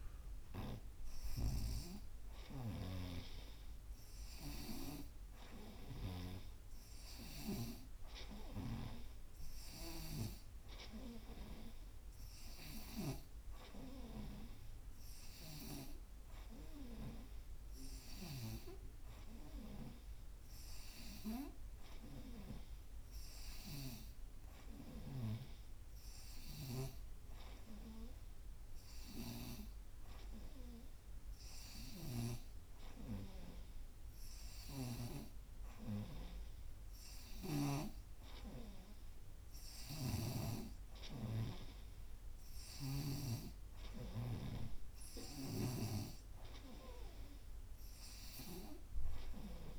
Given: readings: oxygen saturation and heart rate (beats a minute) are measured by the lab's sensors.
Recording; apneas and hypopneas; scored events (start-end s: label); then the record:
breathing in sleep by a room microphone; none
1.50-6.50 s: snoring (device-marked)
40.00-43.50 s: snoring (device-marked)
From the record:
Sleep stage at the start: N2 (light sleep); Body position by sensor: on the right side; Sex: female